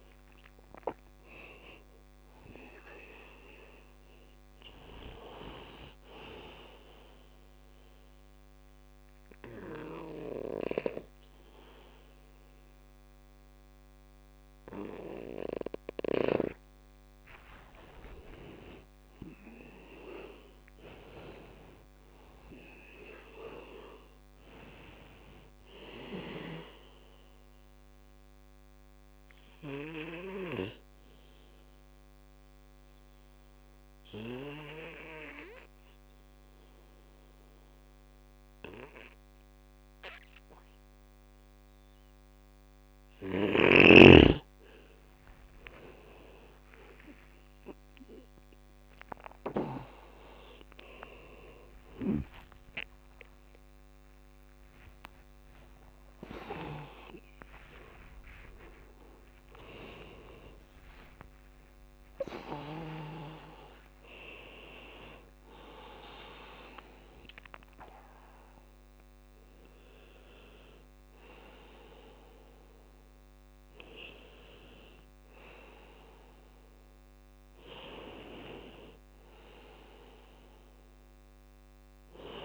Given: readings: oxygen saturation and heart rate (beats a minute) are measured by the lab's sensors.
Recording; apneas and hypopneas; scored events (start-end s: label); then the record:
a person partly awake in a sleep study, by a microphone on the trachea; 2
0.00-8.00 s: drop in pulse transit time (device-marked, heart rate 69 extreme)
5.00-15.00 s: obstructive apnea (oxygen 95% before, 93% lowest, heart rate 70 before, 64 extreme, up 6 after)
16.50-19.50 s: arousal
20.00-31.00 s: drop in pulse transit time (device-marked, heart rate 69 before, 66 extreme)
26.00-42.00 s: obstructive apnea (oxygen 98% before, 93% lowest, heart rate 69 before, 63 extreme, up 23 after)
36.00-66.00 s: new sleep stage, awake
46.00-47.00 s: drop in pulse transit time (device-marked, heart rate 66 before, 78 extreme)
48.00-70.00 s: oxygen desaturation (device-marked, oxygen 98% before, 93% lowest, heart rate 67 before, 58 extreme)
57.00-64.00 s: tachycardia (device-marked, heart rate 67 before, 108 extreme)
58.00-70.00 s: drop in pulse transit time (device-marked, heart rate 74 before, 75 extreme)
65.00-67.00 s: long interval between heartbeats (device-marked, heart rate 87 before, 102 extreme)
66.00-82.45 s: new sleep stage, N1 (lightest sleep)
From the record:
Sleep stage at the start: N2 (light sleep); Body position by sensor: on the back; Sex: male